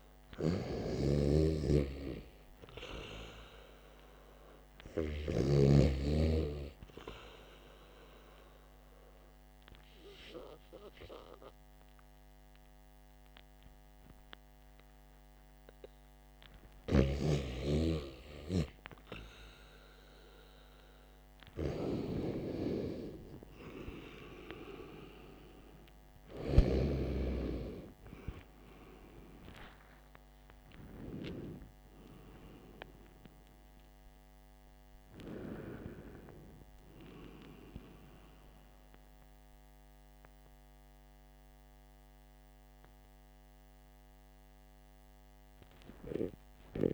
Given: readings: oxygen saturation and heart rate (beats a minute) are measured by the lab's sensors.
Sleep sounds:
breathing in sleep by a microphone on the trachea; none
0.00-3.00 s: arousal
0.00-38.50 s: oxygen desaturation (device-marked, oxygen 74% lowest, heart rate 49 extreme)
28.00-32.50 s: arousal
From the record:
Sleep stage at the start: REM sleep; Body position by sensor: on the back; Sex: male

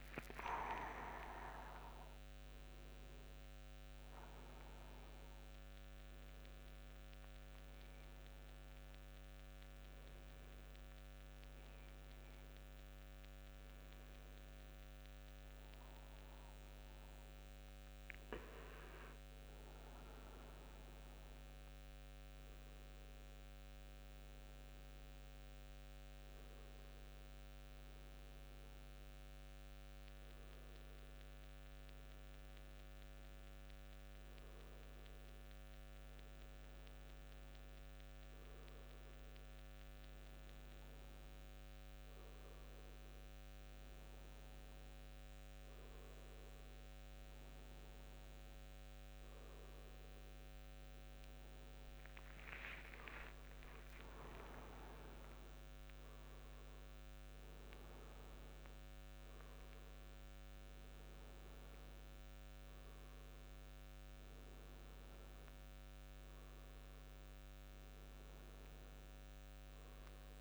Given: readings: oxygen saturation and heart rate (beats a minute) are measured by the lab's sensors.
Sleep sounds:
a person partly awake in a sleep study, by a microphone on the trachea; none
0.00-2.00 s: long interval between heartbeats (device-marked, heart rate 97 before, 69 extreme)
2.00-70.41 s: new sleep stage, N1 (lightest sleep)
13.50-15.50 s: long interval between heartbeats (device-marked, heart rate 83 before, 89 extreme)
34.50-36.50 s: long interval between heartbeats (device-marked, heart rate 89 before, 89 extreme)
49.00-51.00 s: long interval between heartbeats (device-marked, heart rate 86 before, 82 extreme)
52.00-55.00 s: arousal
52.50-54.50 s: long interval between heartbeats (device-marked, heart rate 85 before, 91 extreme)
From the record:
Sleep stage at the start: awake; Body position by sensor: upright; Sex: male

